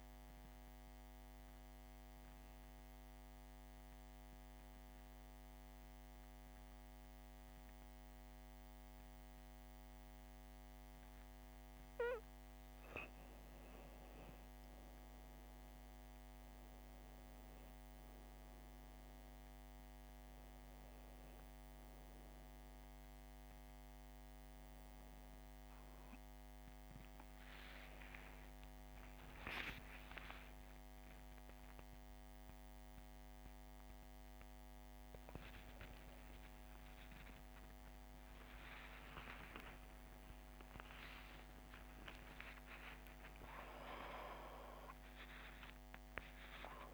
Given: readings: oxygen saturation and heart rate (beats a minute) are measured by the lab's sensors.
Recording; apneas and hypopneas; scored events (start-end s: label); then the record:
a person awake in a sleep study, by a microphone on the trachea; 1
1.50-13.00 s: obstructive apnea (oxygen 100% before, 94% lowest, heart rate 74 before, 67 extreme, up 5 after)
15.50-27.50 s: oxygen desaturation (device-marked, oxygen 99% before, 95% lowest, heart rate 69 before, 70 extreme)
19.50-46.94 s: new sleep stage, awake
From the record:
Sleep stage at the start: N2 (light sleep); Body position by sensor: on the back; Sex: female